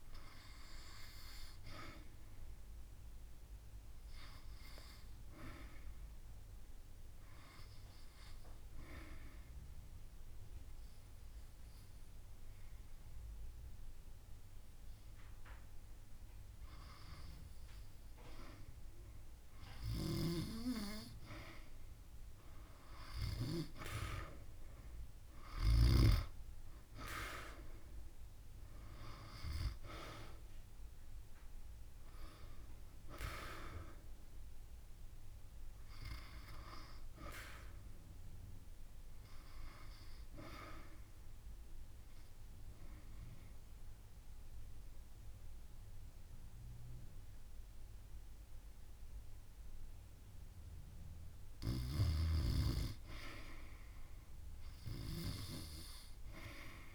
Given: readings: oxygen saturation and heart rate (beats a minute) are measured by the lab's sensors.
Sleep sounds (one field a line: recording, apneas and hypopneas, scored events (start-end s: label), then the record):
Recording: breathing in sleep by a room microphone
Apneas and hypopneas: 2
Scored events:
0.00-10.50 s: oxygen desaturation (device-marked, oxygen 91% lowest)
1.00-19.50 s: obstructive apnea (oxygen 97% before, 88% lowest)
3.50-5.50 s: long interval between heartbeats (device-marked)
22.00-26.00 s: arousal
25.50-43.50 s: oxygen desaturation (device-marked, oxygen 95% before, 89% lowest)
40.00-52.00 s: obstructive apnea (oxygen 96% before, 86% lowest)
55.50-56.95 s: arousal
From the record:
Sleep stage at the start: N2 (light sleep)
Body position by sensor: on the back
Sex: female